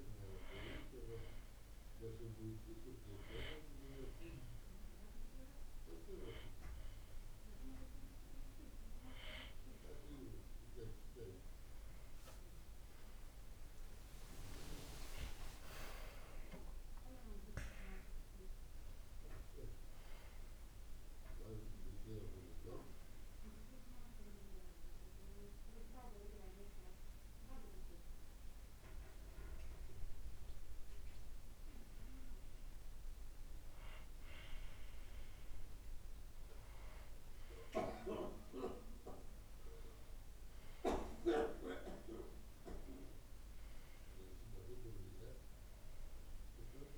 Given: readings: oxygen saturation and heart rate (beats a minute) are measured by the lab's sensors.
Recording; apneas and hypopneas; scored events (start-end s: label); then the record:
breathing in sleep by a room microphone; 2
1.00-12.00 s: hypopnea (oxygen 94% before, 91% lowest, heart rate 62 before, 56 extreme, up 22 after)
14.00-18.50 s: arousal
22.50-28.50 s: oxygen desaturation (device-marked, oxygen 94% before, 91% lowest, heart rate 66 before, 54 extreme)
23.50-35.00 s: hypopnea (oxygen 94% before, 91% lowest, heart rate 67 before, 54 extreme, up 4 after)
39.50-43.50 s: arousal
42.50-46.97 s: oxygen desaturation (device-marked, oxygen 96% before, 92% lowest, heart rate 60 before, 54 extreme)
From the record:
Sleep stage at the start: N2 (light sleep); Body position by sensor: on the right side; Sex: male